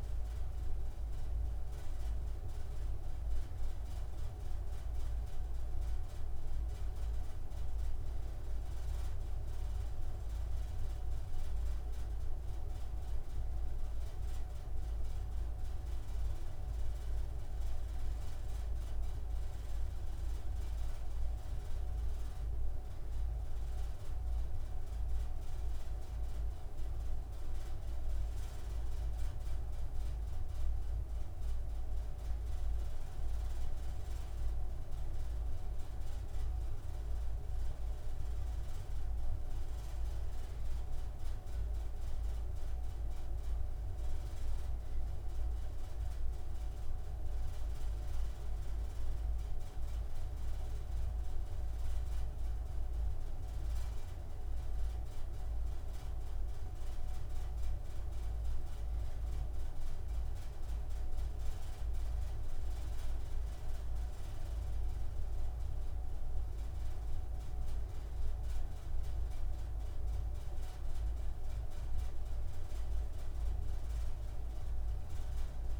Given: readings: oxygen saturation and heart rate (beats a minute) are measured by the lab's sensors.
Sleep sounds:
breathing in sleep, hard to hear, by a room microphone; none
none scored
From the record:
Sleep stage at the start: N2 (light sleep); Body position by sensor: on the right side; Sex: male

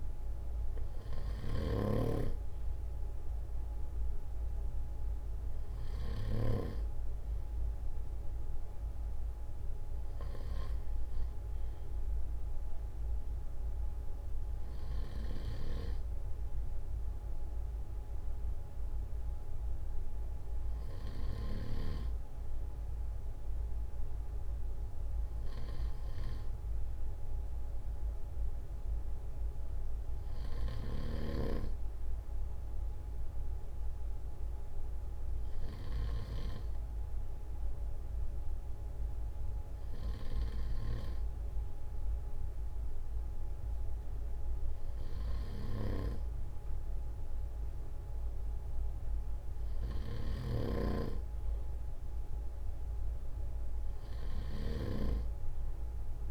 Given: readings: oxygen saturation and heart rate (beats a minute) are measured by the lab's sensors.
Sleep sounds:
breathing in sleep by a room microphone; none
0.00-6.50 s: snoring (device-marked)
15.00-21.50 s: snoring (device-marked)
45.00-56.31 s: snoring (device-marked)
From the record:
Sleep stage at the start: N2 (light sleep); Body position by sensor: on the front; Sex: male

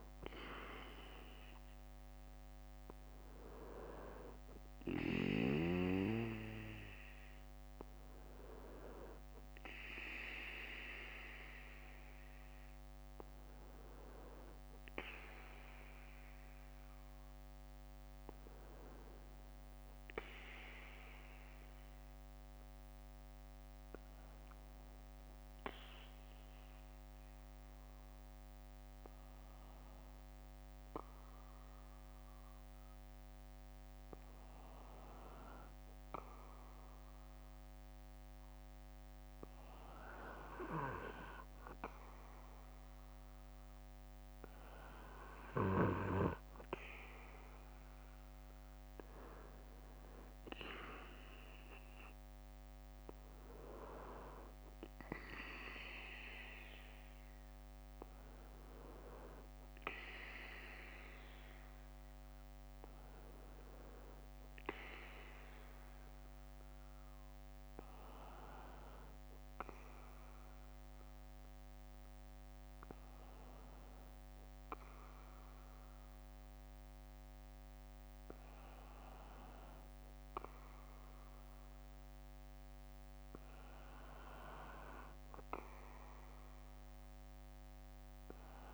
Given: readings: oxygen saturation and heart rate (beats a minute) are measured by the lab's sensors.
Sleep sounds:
breathing in sleep by a microphone on the trachea; 2
9.00-11.00 s: bradycardia (device-marked, heart rate 68 before, 60 extreme)
16.50-19.50 s: arousal
21.00-23.00 s: bradycardia (device-marked, heart rate 68 before, 57 extreme)
23.50-35.00 s: obstructive apnea (oxygen 96% before, 94% lowest, heart rate 61 before, 56 extreme, up 5 after)
29.00-31.00 s: bradycardia (device-marked, heart rate 68 before, 60 extreme)
33.00-35.00 s: bradycardia (device-marked, heart rate 68 before, 56 extreme)
37.00-39.00 s: bradycardia (device-marked, heart rate 68 before, 57 extreme)
37.00-40.00 s: arousal
41.00-46.00 s: bradycardia (device-marked, heart rate 68 before, 57 extreme)
54.00-72.00 s: bradycardia (device-marked, heart rate 66 before, 54 extreme)
66.50-81.50 s: hypopnea (oxygen 96% before, 94% lowest, heart rate 60 before, 56 extreme, up 9 after)
73.00-77.00 s: bradycardia (device-marked, heart rate 64 before, 57 extreme)
83.50-86.50 s: arousal
84.00-86.00 s: bradycardia (device-marked, heart rate 63 before, 61 extreme)
From the record:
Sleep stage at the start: N2 (light sleep); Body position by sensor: on the back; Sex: male

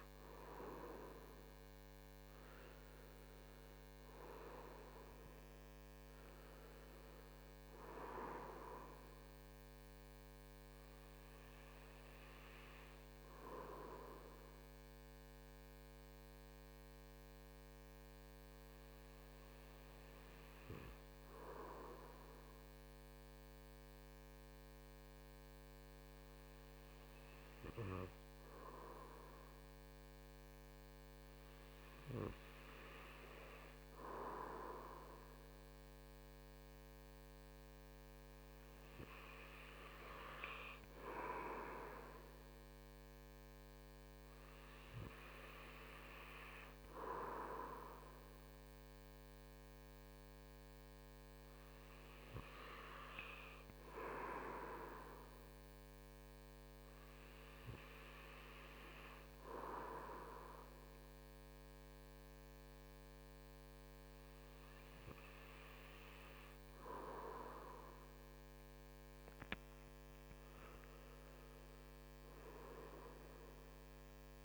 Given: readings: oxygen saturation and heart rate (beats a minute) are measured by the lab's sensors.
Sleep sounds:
breathing in sleep by a microphone on the trachea; none
none scored
From the record:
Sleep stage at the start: N2 (light sleep); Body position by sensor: on the right side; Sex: male

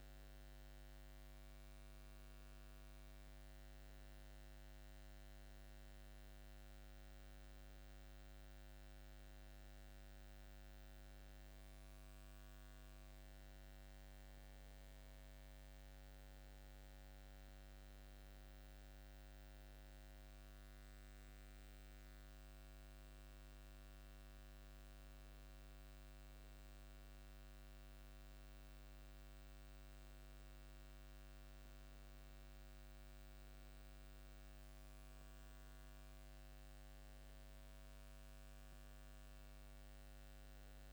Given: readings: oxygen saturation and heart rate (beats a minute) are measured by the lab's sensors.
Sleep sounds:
breathing in sleep, hard to hear, by a microphone on the trachea; none
none scored
From the record:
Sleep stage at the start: N2 (light sleep); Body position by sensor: upright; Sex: male

